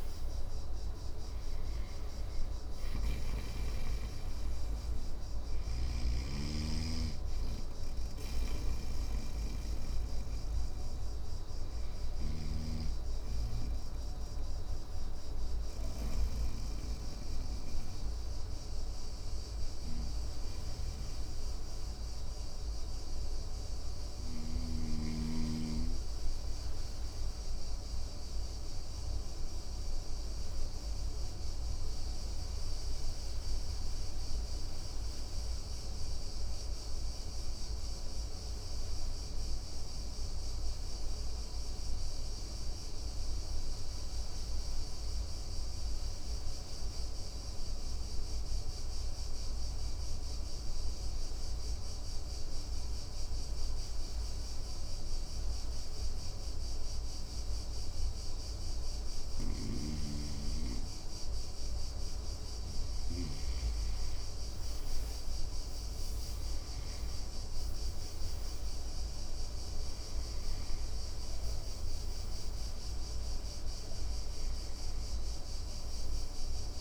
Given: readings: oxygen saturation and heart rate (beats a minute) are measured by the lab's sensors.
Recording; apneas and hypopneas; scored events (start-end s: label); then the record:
breathing in sleep by a room microphone; 1
0.00-11.00 s: oxygen desaturation (device-marked, oxygen 96% lowest, heart rate 56 extreme)
5.00-12.00 s: snoring (device-marked)
17.00-27.00 s: oxygen desaturation (device-marked, oxygen 97% before, 92% lowest, heart rate 64 before, 56 extreme)
21.00-59.00 s: obstructive apnea (oxygen 99% before, 90% lowest, heart rate 63 before, 55 extreme, up 3 after)
52.00-76.81 s: oxygen desaturation (device-marked, oxygen 99% before, 92% lowest, heart rate 57 before, 55 extreme)
59.00-63.00 s: snoring (device-marked)
62.00-67.50 s: arousal
From the record:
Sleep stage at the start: N2 (light sleep); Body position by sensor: on the right side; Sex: male